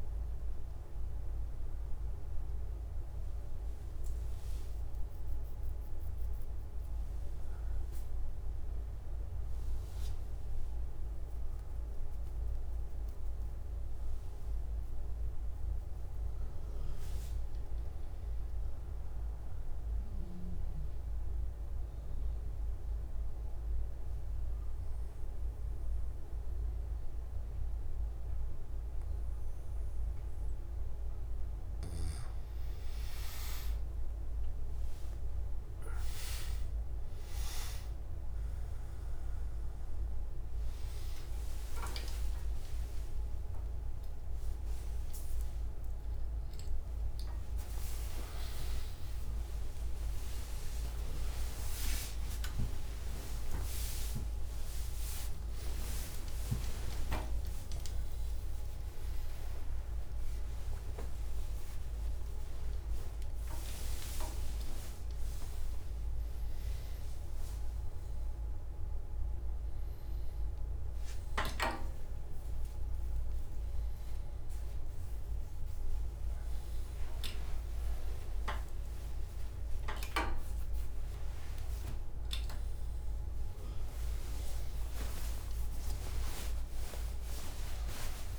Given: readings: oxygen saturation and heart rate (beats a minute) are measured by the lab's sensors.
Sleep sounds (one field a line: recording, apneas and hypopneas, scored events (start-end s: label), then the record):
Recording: breathing in sleep by a room microphone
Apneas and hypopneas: 1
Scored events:
0.00-15.50 s: oxygen desaturation (device-marked, oxygen 91% lowest, heart rate 137 extreme)
20.50-32.50 s: obstructive apnea (oxygen 100% before, 93% lowest, heart rate 176 before, 98 extreme, up 30 after)
41.50-60.50 s: oxygen desaturation (device-marked, oxygen 98% before, 93% lowest, heart rate 179 before, 39 extreme)
From the record:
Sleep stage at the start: N1 (lightest sleep)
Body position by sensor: on the back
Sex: male